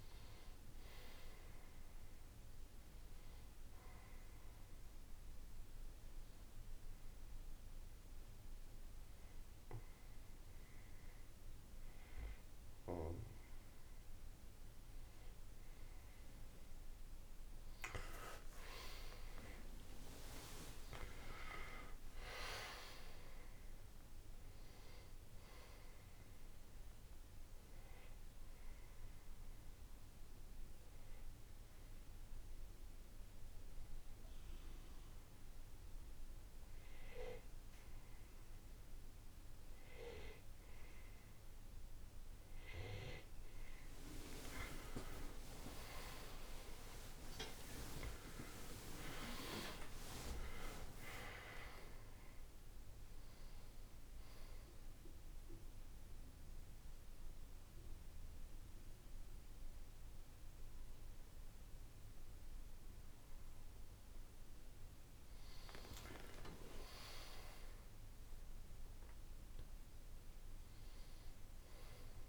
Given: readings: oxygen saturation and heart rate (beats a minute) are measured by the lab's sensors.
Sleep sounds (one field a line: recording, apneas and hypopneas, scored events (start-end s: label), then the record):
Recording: breathing in sleep by a room microphone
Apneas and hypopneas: 3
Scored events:
1.50-18.50 s: oxygen desaturation (device-marked, oxygen 97% before, 90% lowest, heart rate 72 before, 57 extreme)
4.00-15.00 s: hypopnea (oxygen 99% before, 90% lowest, heart rate 71 before, 57 extreme, up 18 after)
18.00-21.50 s: arousal
20.50-42.50 s: oxygen desaturation (device-marked, oxygen 97% before, 92% lowest, heart rate 67 before, 57 extreme)
27.00-40.50 s: hypopnea (oxygen 97% before, 92% lowest, heart rate 70 before, 58 extreme, up 21 after)
45.00-50.00 s: arousal
51.50-68.50 s: oxygen desaturation (device-marked, oxygen 97% before, 92% lowest, heart rate 68 before, 53 extreme)
56.00-66.00 s: obstructive apnea (oxygen 97% before, 92% lowest, heart rate 73 before, 53 extreme, up 12 after)
67.00-71.00 s: arousal
From the record:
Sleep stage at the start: N2 (light sleep)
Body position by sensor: on the right side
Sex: male